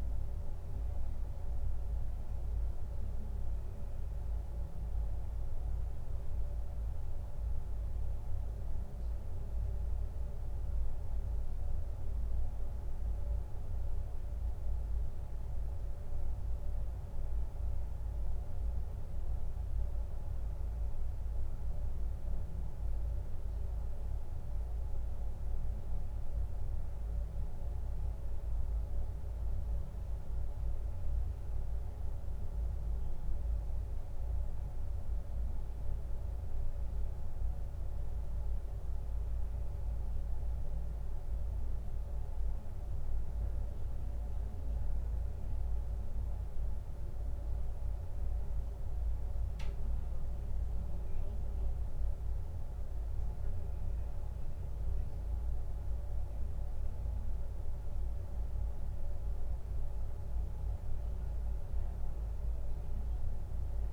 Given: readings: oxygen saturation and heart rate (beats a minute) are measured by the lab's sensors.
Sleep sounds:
breathing in sleep, hard to hear, by a room microphone; none
12.50-63.93 s: new sleep stage, N2 (light sleep)
From the record:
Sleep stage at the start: N1 (lightest sleep); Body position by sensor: on the back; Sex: male

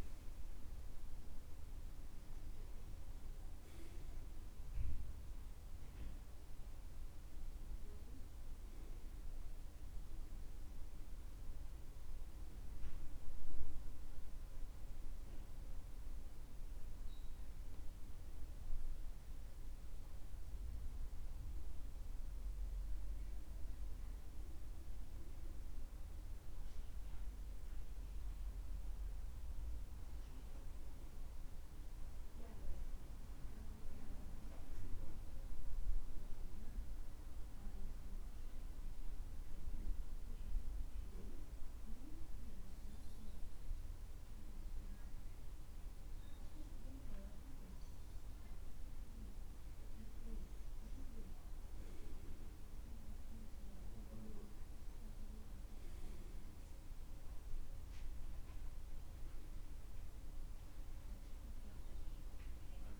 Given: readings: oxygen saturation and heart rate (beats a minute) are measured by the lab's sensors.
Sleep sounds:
breathing in sleep by a room microphone; 1
1.00-14.00 s: oxygen desaturation (device-marked, oxygen 95% before, 91% lowest, heart rate 70 before, 62 extreme)
16.00-20.50 s: arousal
20.00-30.00 s: oxygen desaturation (device-marked, oxygen 93% before, 89% lowest, heart rate 70 before, 61 extreme)
32.50-49.50 s: mixed apnea (oxygen 99% before, 92% lowest, heart rate 65 before, 61 extreme, up 11 after)
51.50-55.50 s: arousal
56.00-63.00 s: oxygen desaturation (device-marked, oxygen 97% before, 92% lowest, heart rate 65 before, 66 extreme)
From the record:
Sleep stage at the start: N2 (light sleep); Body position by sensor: on the back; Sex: male

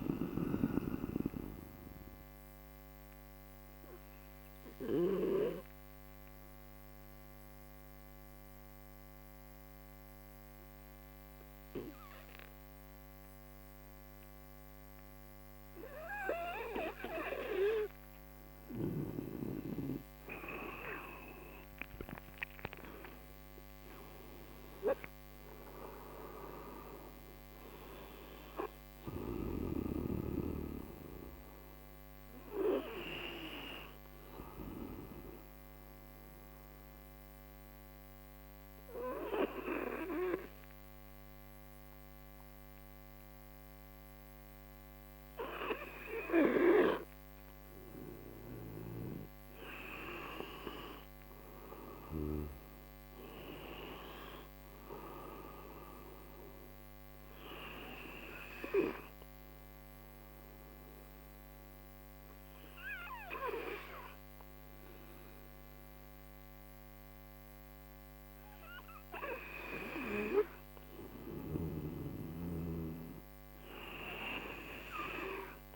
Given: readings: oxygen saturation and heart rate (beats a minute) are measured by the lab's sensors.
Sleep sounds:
breathing in sleep by a microphone on the trachea; 3
0.00-11.00 s: oxygen desaturation (device-marked, oxygen 97% before, 89% lowest)
1.00-19.50 s: mixed apnea (oxygen 97% before, 88% lowest)
20.00-46.00 s: oxygen desaturation (device-marked, oxygen 97% before, 88% lowest)
22.00-25.50 s: arousal
36.00-48.50 s: central apnea (oxygen 97% before, 88% lowest)
51.00-53.50 s: arousal
56.00-69.00 s: oxygen desaturation (device-marked, oxygen 97% before, 90% lowest)
57.50-68.50 s: hypopnea (oxygen 97% before, 90% lowest)
70.50-72.00 s: arousal
From the record:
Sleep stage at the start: N2 (light sleep); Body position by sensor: on the right side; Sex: male

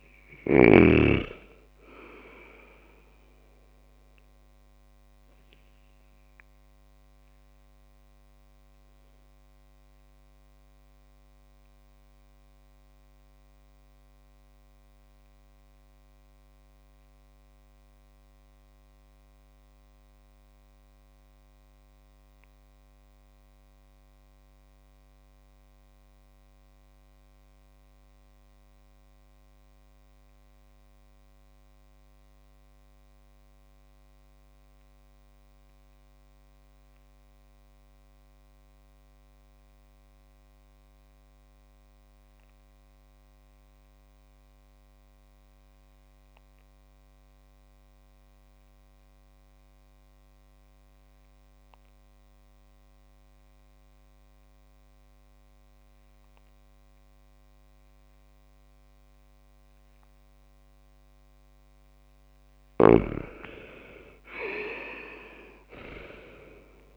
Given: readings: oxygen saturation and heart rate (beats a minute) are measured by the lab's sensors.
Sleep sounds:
breathing in sleep by a microphone on the trachea; 1
0.00-7.50 s: oxygen desaturation (device-marked, oxygen 93% lowest)
4.50-60.50 s: mixed apnea (oxygen 98% before, 93% lowest)
63.00-66.97 s: arousal
From the record:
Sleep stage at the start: REM sleep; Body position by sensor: on the back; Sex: male

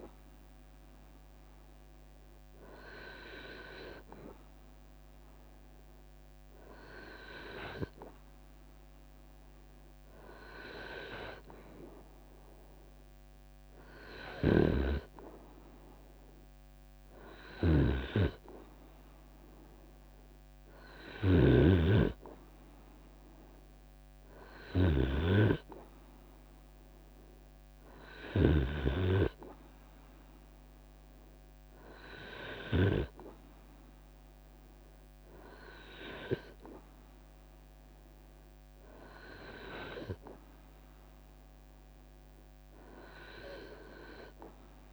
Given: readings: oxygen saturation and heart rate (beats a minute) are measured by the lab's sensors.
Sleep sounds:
breathing in sleep by a microphone on the trachea; none
10.00-31.00 s: drop in pulse transit time (device-marked, heart rate 72 before, 73 extreme)
29.00-31.00 s: long interval between heartbeats (device-marked, heart rate 79 before, 78 extreme)
From the record:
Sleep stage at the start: N2 (light sleep); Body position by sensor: on the right side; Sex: male

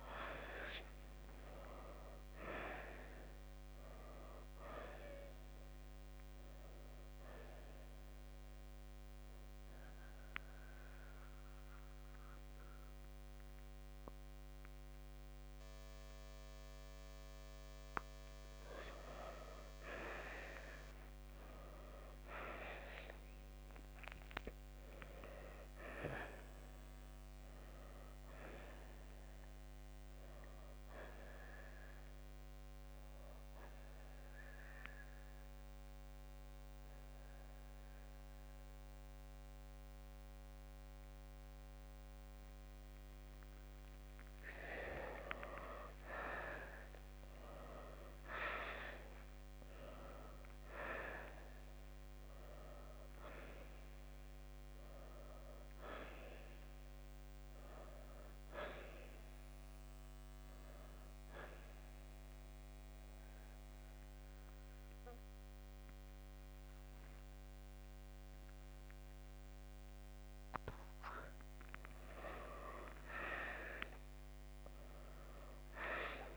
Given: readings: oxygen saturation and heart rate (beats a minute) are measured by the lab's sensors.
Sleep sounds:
breathing in sleep by a microphone on the trachea; 3
0.00-5.50 s: oxygen desaturation (device-marked, oxygen 83% lowest, heart rate 47 extreme)
3.00-6.50 s: arousal
8.00-18.50 s: central apnea (oxygen 94% before, 85% lowest, heart rate 64 before, 47 extreme, up 14 after)
12.50-28.50 s: oxygen desaturation (device-marked, oxygen 94% before, 87% lowest, heart rate 65 before, 47 extreme)
34.00-44.00 s: hypopnea (oxygen 95% before, 85% lowest, heart rate 59 before, 57 extreme, up 6 after)
34.50-49.50 s: oxygen desaturation (device-marked, oxygen 95% before, 88% lowest, heart rate 59 before, 55 extreme)
46.50-50.00 s: arousal
55.50-74.50 s: oxygen desaturation (device-marked, oxygen 94% before, 85% lowest, heart rate 61 before, 55 extreme)
61.00-71.50 s: central apnea (oxygen 94% before, 85% lowest, heart rate 63 before, 55 extreme, up 12 after)
74.50-76.37 s: arousal
From the record:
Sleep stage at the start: N2 (light sleep); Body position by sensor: on the right side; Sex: male

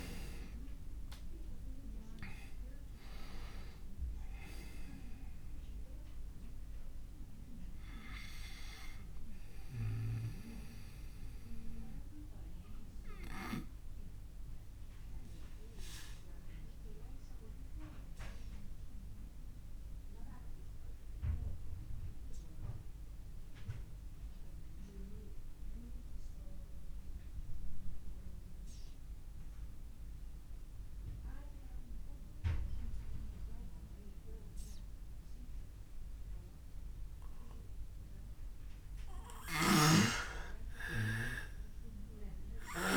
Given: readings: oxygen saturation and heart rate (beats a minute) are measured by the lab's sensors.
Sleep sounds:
breathing in sleep by a room microphone; 1
0.00-24.50 s: oxygen desaturation (device-marked, oxygen 79% lowest)
10.50-38.00 s: obstructive apnea (oxygen 95% before, 79% lowest)
39.50-42.97 s: snoring (device-marked)
41.00-42.97 s: arousal
From the record:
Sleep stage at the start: N2 (light sleep); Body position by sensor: on the back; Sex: male

